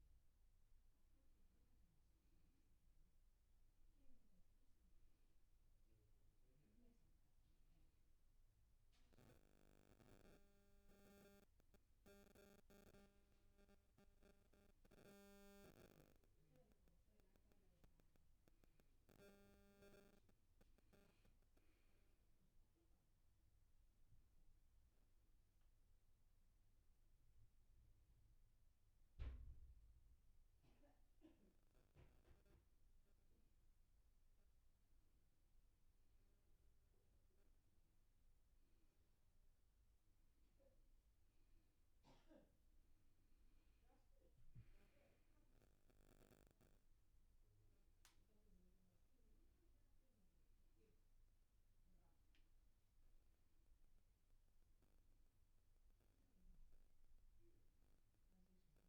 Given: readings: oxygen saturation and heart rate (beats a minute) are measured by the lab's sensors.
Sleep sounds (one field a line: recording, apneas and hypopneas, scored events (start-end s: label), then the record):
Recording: a person awake in a sleep study, by a room microphone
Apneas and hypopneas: none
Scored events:
none scored
From the record:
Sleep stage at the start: awake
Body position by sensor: on the back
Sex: male